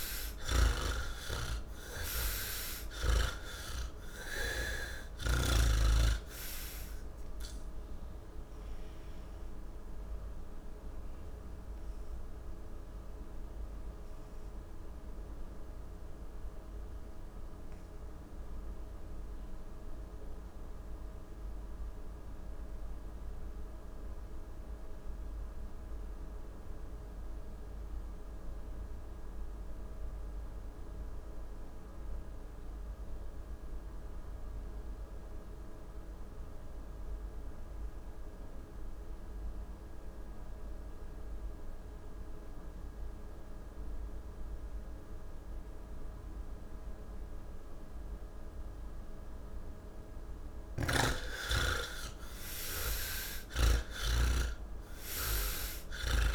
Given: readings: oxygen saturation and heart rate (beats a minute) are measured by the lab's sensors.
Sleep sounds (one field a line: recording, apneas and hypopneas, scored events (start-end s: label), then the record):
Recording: breathing in sleep by a room microphone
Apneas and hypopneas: 1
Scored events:
0.00-25.50 s: oxygen desaturation (device-marked, oxygen 62% lowest, heart rate 58 extreme)
9.00-48.50 s: mixed apnea (oxygen 80% before, 62% lowest, heart rate 105 before, 93 extreme, up 59 after)
38.50-56.35 s: oxygen desaturation (device-marked, oxygen 92% before, 64% lowest, heart rate 128 before, 109 extreme)
53.00-56.35 s: snoring (device-marked)
From the record:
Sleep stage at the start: N1 (lightest sleep)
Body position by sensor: on the back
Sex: male